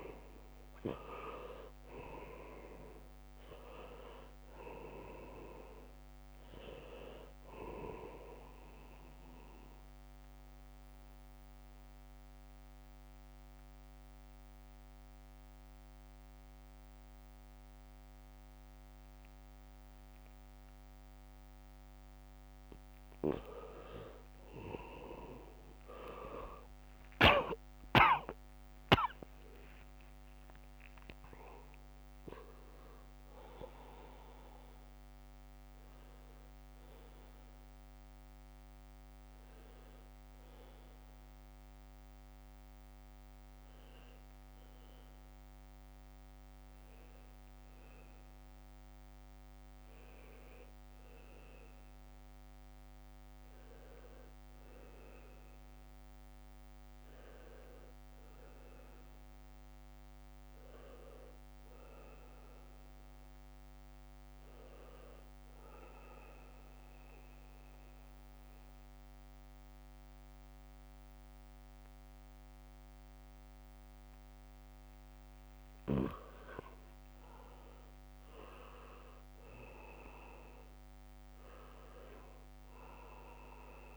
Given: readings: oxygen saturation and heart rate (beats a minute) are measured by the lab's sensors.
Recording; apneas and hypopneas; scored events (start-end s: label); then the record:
breathing in sleep by a microphone on the trachea; 2
0.00-24.50 s: oxygen desaturation (device-marked, oxygen 62% lowest, heart rate 64 extreme)
0.50-83.97 s: new sleep stage, N1 (lightest sleep)
10.50-23.50 s: mixed apnea (oxygen 87% before, 62% lowest, heart rate 74 before, 81 extreme, up 5 after)
26.00-30.50 s: arousal
36.50-50.50 s: oxygen desaturation (device-marked, oxygen 98% before, 86% lowest, heart rate 86 before, 80 extreme)
39.50-75.00 s: obstructive apnea (oxygen 99% before, 86% lowest, heart rate 86 before, 78 extreme)
46.00-48.00 s: long interval between heartbeats (device-marked, heart rate 86 before, 81 extreme)
69.50-83.97 s: oxygen desaturation (device-marked, oxygen 98% before, 89% lowest, heart rate 82 before, 76 extreme)
78.00-82.50 s: arousal
From the record:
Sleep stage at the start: REM sleep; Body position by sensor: on the back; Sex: male